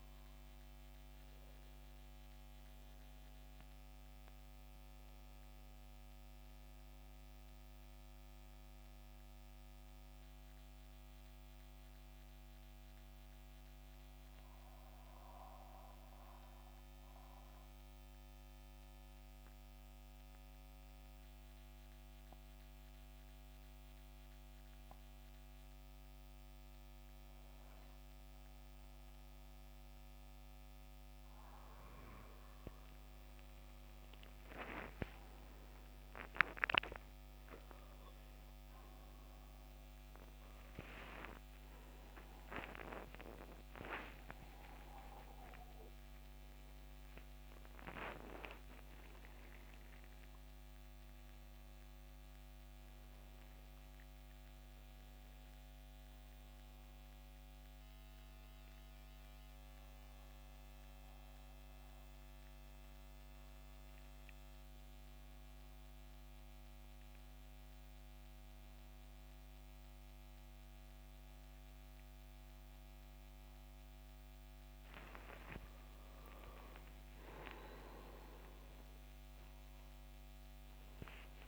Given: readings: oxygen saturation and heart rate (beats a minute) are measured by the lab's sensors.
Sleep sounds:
breathing in sleep by a microphone on the trachea; 1
0.00-21.00 s: oxygen desaturation (device-marked, oxygen 86% lowest, heart rate 68 extreme)
13.50-33.00 s: central apnea (oxygen 94% before, 84% lowest, heart rate 81 before, 68 extreme, up 17 after)
34.00-38.50 s: arousal
35.00-67.00 s: oxygen desaturation (device-marked, oxygen 94% before, 84% lowest, heart rate 69 before, 75 extreme)
64.00-81.48 s: new sleep stage, N1 (lightest sleep)
77.50-81.00 s: arousal
From the record:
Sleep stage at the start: N2 (light sleep); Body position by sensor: on the back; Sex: male

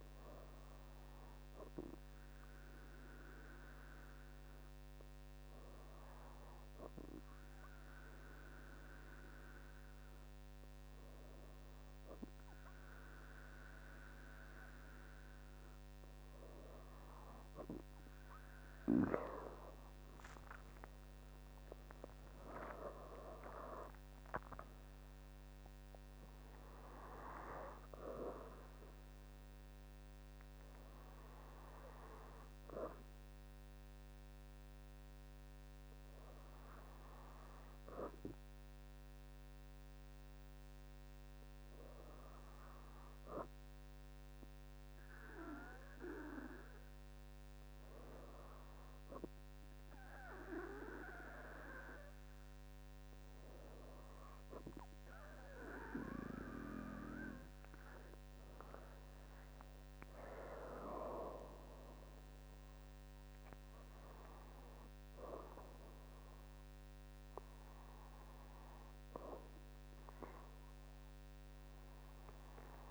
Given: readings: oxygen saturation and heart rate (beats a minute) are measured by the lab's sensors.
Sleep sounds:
breathing in sleep by a microphone on the trachea; 1
0.50-16.50 s: hypopnea (oxygen 97% before, 96% lowest, heart rate 67 before, 63 extreme, up 4 after)
21.00-25.00 s: arousal
From the record:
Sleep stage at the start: N2 (light sleep); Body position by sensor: on the back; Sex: female

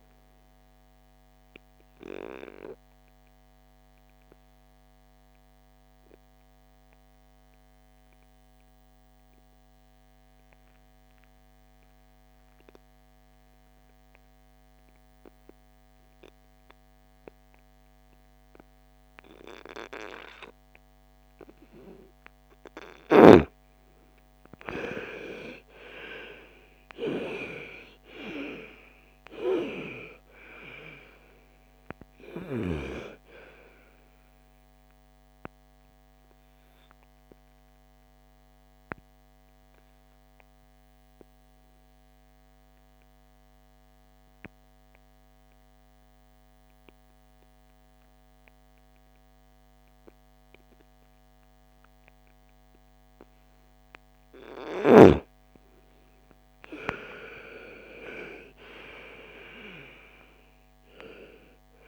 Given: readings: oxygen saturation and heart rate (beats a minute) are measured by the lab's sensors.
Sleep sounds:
breathing in sleep by a microphone on the trachea; 2
0.00-6.00 s: oxygen desaturation (device-marked, oxygen 85% lowest, heart rate 37 extreme)
2.00-22.00 s: obstructive apnea (oxygen 99% before, 84% lowest, heart rate 60 before, 37 extreme, up 18 after)
24.00-27.00 s: arousal
25.00-45.00 s: oxygen desaturation (device-marked, oxygen 98% before, 84% lowest, heart rate 51 before, 37 extreme)
41.50-54.00 s: obstructive apnea (oxygen 99% before, 82% lowest, heart rate 57 before, 37 extreme, up 30 after)
56.50-60.50 s: arousal
57.00-61.88 s: oxygen desaturation (device-marked, oxygen 99% before, 88% lowest, heart rate 52 before, 37 extreme)
From the record:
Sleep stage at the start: N2 (light sleep); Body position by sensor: on the right side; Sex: female

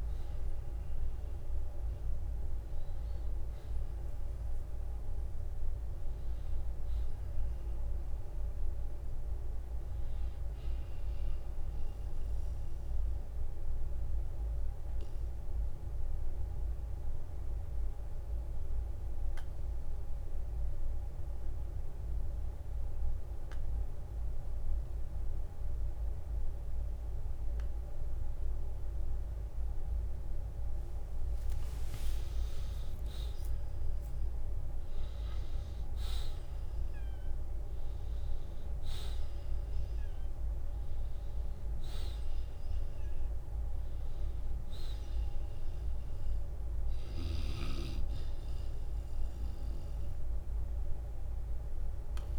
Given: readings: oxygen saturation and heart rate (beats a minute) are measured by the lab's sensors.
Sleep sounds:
breathing in sleep, hard to hear, by a room microphone; 1
4.00-8.00 s: arousal
10.00-17.00 s: oxygen desaturation (device-marked, oxygen 92% before, 86% lowest, heart rate 61 before, 49 extreme)
12.00-30.00 s: obstructive apnea (oxygen 93% before, 86% lowest, heart rate 59 before, 49 extreme, up 14 after)
21.50-23.50 s: long interval between heartbeats (device-marked, heart rate 56 before, 60 extreme)
31.00-35.50 s: arousal
From the record:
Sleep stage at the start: N2 (light sleep); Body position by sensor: on the back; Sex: male

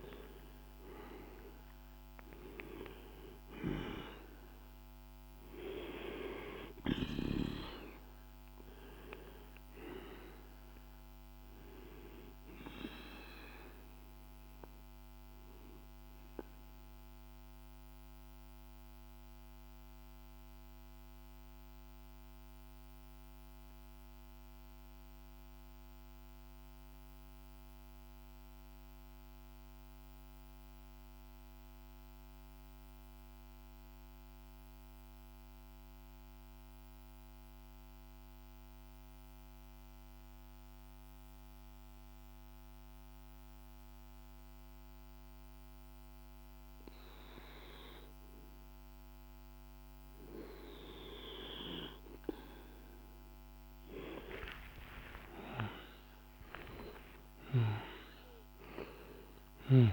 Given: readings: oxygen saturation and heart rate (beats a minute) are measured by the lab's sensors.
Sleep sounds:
breathing in sleep by a microphone on the trachea; 1
0.00-24.50 s: oxygen desaturation (device-marked, oxygen 89% lowest, heart rate 47 extreme)
15.00-51.00 s: mixed apnea (oxygen 99% before, 88% lowest, heart rate 53 before, 47 extreme, up 27 after)
42.50-59.93 s: oxygen desaturation (device-marked, oxygen 100% before, 88% lowest, heart rate 48 before, 47 extreme)
53.50-57.50 s: arousal
From the record:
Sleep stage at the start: N2 (light sleep); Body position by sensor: on the back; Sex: male

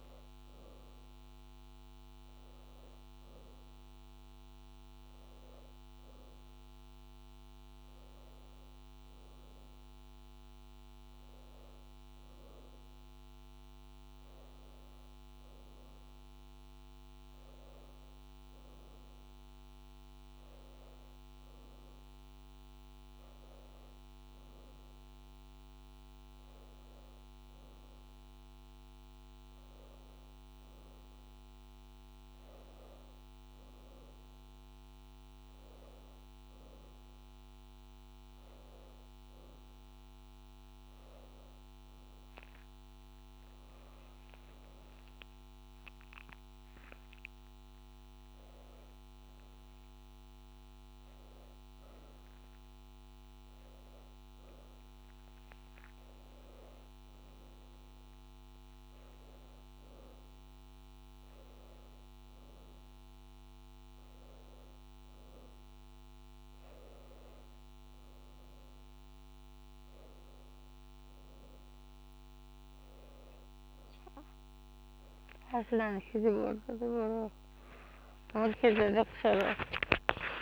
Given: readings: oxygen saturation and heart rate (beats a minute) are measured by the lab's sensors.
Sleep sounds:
a person awake in a sleep study, by a microphone on the trachea; none
79.00-80.42 s: tachycardia (device-marked, heart rate 92 before, 111 extreme)
From the record:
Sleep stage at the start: awake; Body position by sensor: on the back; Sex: female

